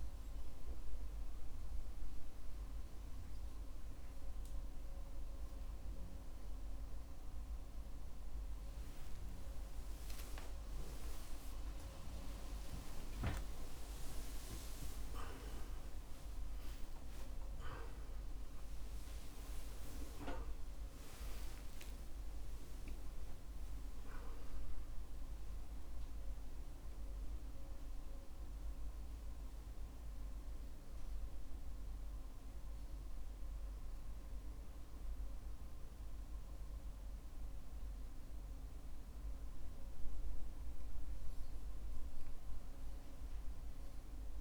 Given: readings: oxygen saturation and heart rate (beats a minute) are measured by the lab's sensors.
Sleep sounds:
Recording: a person awake in a sleep study, by a room microphone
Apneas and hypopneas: none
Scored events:
4.00-44.41 s: new sleep stage, awake
21.00-24.00 s: tachycardia (device-marked, heart rate 57 before, 100 extreme)
43.00-44.41 s: oxygen desaturation (device-marked, oxygen 96% before, 92% lowest, heart rate 79 before, 52 extreme)
From the record:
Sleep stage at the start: N2 (light sleep)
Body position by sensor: on the back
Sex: male

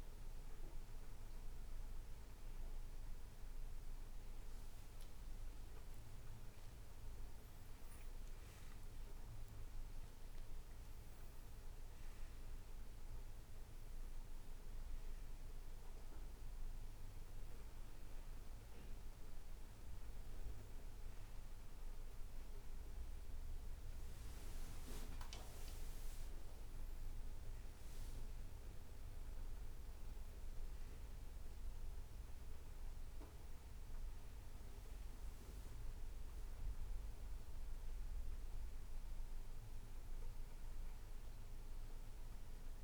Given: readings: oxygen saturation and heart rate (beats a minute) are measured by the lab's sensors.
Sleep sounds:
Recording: a person awake in a sleep study, hard to hear, by a room microphone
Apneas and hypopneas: none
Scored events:
15.00-42.84 s: new sleep stage, awake
From the record:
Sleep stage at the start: N1 (lightest sleep)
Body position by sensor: on the right side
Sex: male

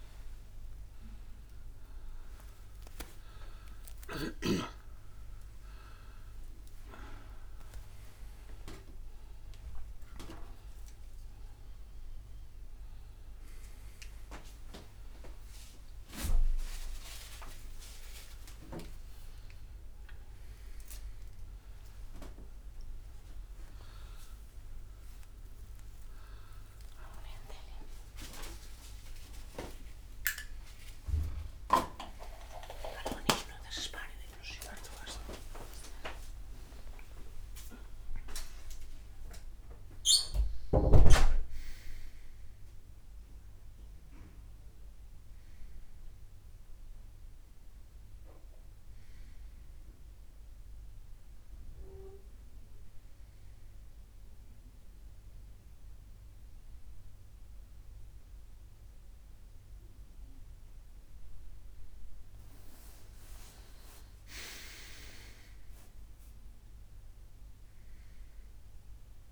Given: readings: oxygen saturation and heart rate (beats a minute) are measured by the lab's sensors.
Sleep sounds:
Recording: a person awake in a sleep study, by a room microphone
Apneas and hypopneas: none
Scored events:
57.50-69.32 s: new sleep stage, N1 (lightest sleep)
From the record:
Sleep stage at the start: awake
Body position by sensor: on the right side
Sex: male

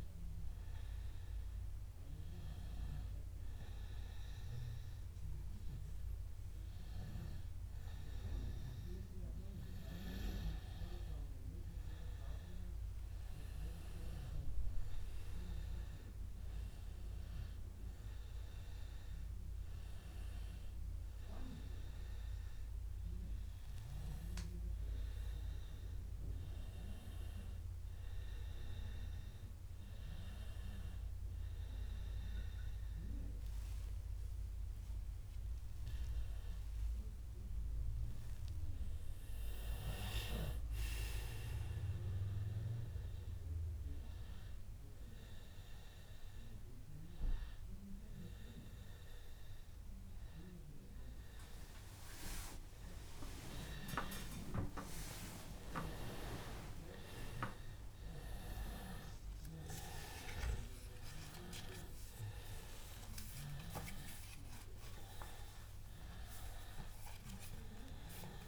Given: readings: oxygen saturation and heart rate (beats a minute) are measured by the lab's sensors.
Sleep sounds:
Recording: a person partly awake in a sleep study, by a room microphone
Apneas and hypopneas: none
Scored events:
21.00-51.00 s: new sleep stage, awake
47.00-51.00 s: oxygen desaturation (device-marked, oxygen 96% before, 93% lowest, heart rate 95 before, 95 extreme)
51.00-68.48 s: new sleep stage, N2 (light sleep)
From the record:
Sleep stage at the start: N2 (light sleep)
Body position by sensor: on the back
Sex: male

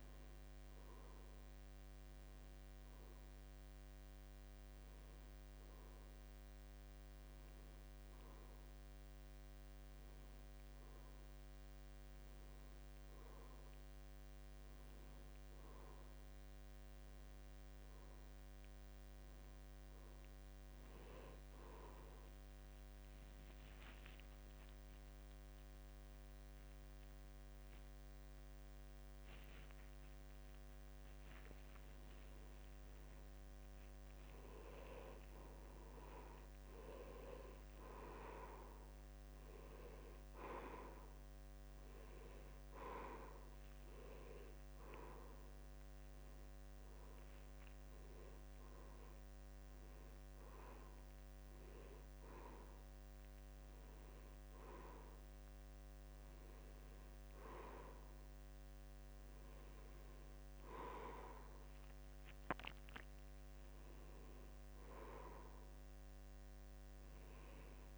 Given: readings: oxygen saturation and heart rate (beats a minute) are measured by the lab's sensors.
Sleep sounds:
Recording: breathing in sleep by a microphone on the trachea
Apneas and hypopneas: 1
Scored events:
0.00-4.50 s: oxygen desaturation (device-marked, oxygen 87% lowest, heart rate 74 extreme)
1.50-17.00 s: hypopnea (oxygen 93% before, 89% lowest, heart rate 79 before, 74 extreme, up 32 after)
20.50-26.00 s: arousal
22.00-24.00 s: long interval between heartbeats (device-marked, heart rate 76 before, 84 extreme)
25.50-27.50 s: long interval between heartbeats (device-marked, heart rate 79 before, 127 extreme)
42.50-54.50 s: oxygen desaturation (device-marked, oxygen 93% before, 89% lowest, heart rate 106 before, 72 extreme)
47.50-49.50 s: long interval between heartbeats (device-marked, heart rate 97 before, 84 extreme)
From the record:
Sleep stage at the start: N2 (light sleep)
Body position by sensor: on the back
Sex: male

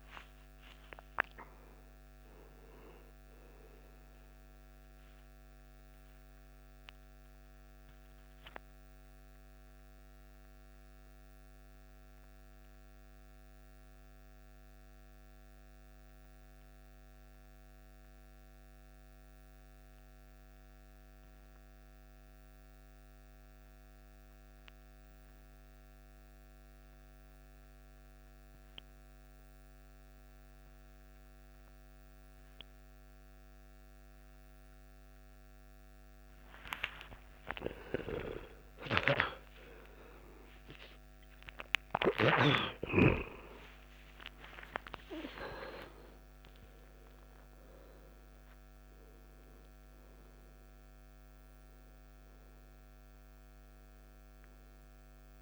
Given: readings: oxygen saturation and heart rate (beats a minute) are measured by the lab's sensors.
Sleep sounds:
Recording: breathing in sleep by a microphone on the trachea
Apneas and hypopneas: 1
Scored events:
0.00-16.50 s: oxygen desaturation (device-marked, oxygen 92% lowest, heart rate 56 extreme)
6.50-36.00 s: obstructive apnea (oxygen 96% before, 87% lowest, heart rate 71 before, 56 extreme, up 14 after)
32.50-55.41 s: oxygen desaturation (device-marked, oxygen 96% before, 87% lowest, heart rate 58 before, 59 extreme)
38.00-45.00 s: arousal
From the record:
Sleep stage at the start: N2 (light sleep)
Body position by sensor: on the left side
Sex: male

